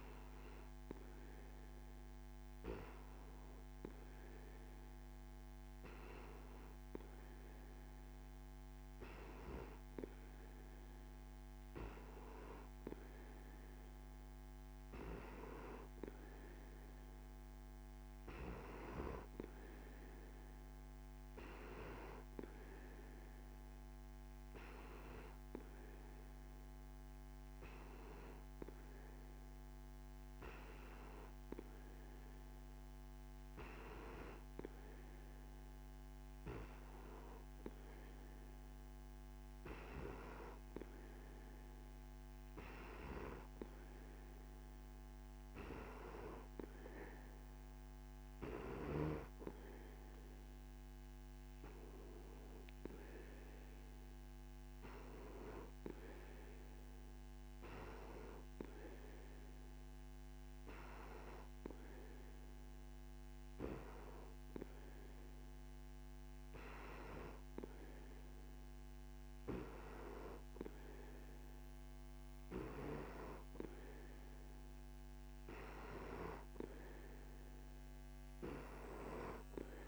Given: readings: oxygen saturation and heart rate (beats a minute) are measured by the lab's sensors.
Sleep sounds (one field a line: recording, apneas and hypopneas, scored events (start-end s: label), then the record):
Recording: breathing in sleep by a microphone on the trachea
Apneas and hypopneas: none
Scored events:
none scored
From the record:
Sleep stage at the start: N2 (light sleep)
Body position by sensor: on the back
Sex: male